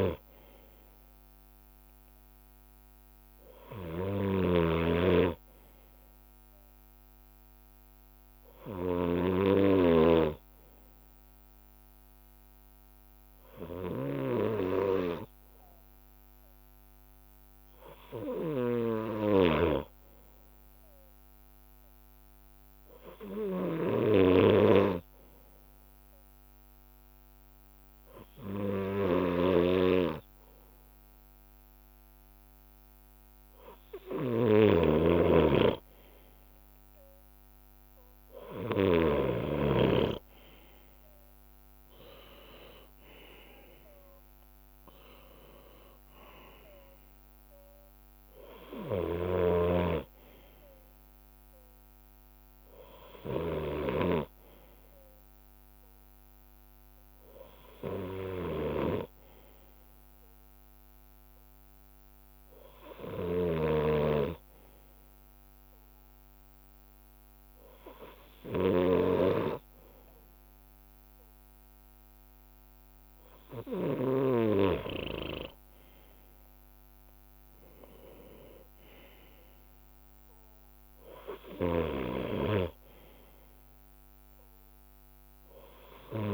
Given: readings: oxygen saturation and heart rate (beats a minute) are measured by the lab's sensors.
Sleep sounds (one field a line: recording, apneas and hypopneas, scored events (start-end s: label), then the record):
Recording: breathing in sleep by a microphone on the trachea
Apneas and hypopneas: 1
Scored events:
0.00-38.00 s: bradycardia (device-marked, heart rate 54 extreme)
4.00-10.00 s: snoring (device-marked)
13.00-15.50 s: leg movement (device-marked)
15.50-19.00 s: arousal
18.50-26.50 s: leg movement (device-marked)
24.00-35.50 s: hypopnea (oxygen 98% before, 95% lowest, heart rate 55 before, 54 extreme, up 8 after)
28.50-36.00 s: leg movement (device-marked)
29.00-39.00 s: snoring (device-marked)
38.00-44.50 s: leg movement (device-marked)
40.00-44.00 s: arousal
48.00-50.50 s: leg movement (device-marked)
49.00-54.00 s: snoring (device-marked)
49.00-79.00 s: bradycardia (device-marked, heart rate 59 before, 39 extreme)
52.00-53.00 s: leg movement (device-marked)
56.50-62.00 s: leg movement (device-marked)
62.50-64.50 s: long interval between heartbeats (device-marked, heart rate 59 before, 54 extreme)
63.00-69.00 s: snoring (device-marked)
65.00-70.50 s: leg movement (device-marked)
68.00-70.00 s: long interval between heartbeats (device-marked, heart rate 55 before, 46 extreme)
73.50-75.50 s: long interval between heartbeats (device-marked, heart rate 51 before, 46 extreme)
73.50-83.00 s: leg movement (device-marked)
75.00-78.50 s: arousal
81.00-86.34 s: bradycardia (device-marked, heart rate 58 before, 44 extreme)
From the record:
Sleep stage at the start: N2 (light sleep)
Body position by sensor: on the left side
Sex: male